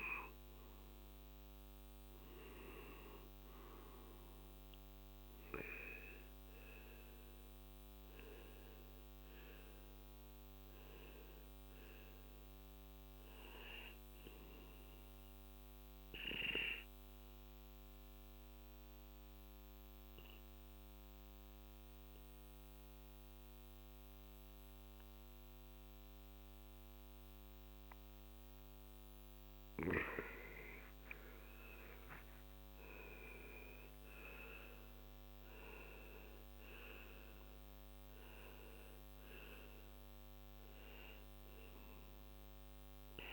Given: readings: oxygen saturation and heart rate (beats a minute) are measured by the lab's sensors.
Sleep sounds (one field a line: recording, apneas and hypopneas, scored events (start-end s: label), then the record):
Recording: breathing in sleep by a microphone on the trachea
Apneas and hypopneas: 1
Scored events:
8.50-13.00 s: arousal
16.50-28.00 s: obstructive apnea (oxygen 95% before, 90% lowest, heart rate 55 before, 42 extreme, up 14 after)
32.00-37.00 s: arousal
36.00-43.33 s: oxygen desaturation (device-marked, oxygen 95% before, 90% lowest, heart rate 51 before, 42 extreme)
From the record:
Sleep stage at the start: N1 (lightest sleep)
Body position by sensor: on the left side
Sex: male